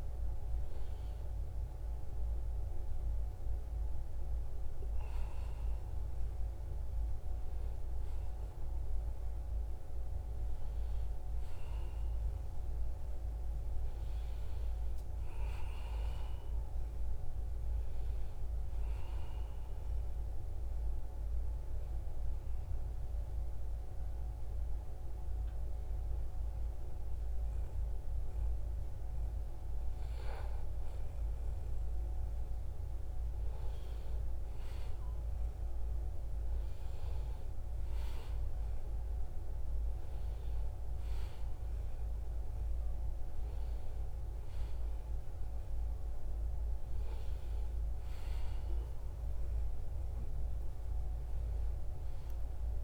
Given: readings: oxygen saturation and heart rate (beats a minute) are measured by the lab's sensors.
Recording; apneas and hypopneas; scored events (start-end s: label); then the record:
breathing in sleep, hard to hear, by a room microphone; 1
19.50-32.00 s: hypopnea (oxygen 95% before, 91% lowest, heart rate 79 before, 75 extreme, up 0 after)
34.50-38.50 s: arousal
35.50-50.50 s: oxygen desaturation (device-marked, oxygen 95% before, 91% lowest, heart rate 78 before, 76 extreme)
From the record:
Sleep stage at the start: N1 (lightest sleep); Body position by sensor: on the right side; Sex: male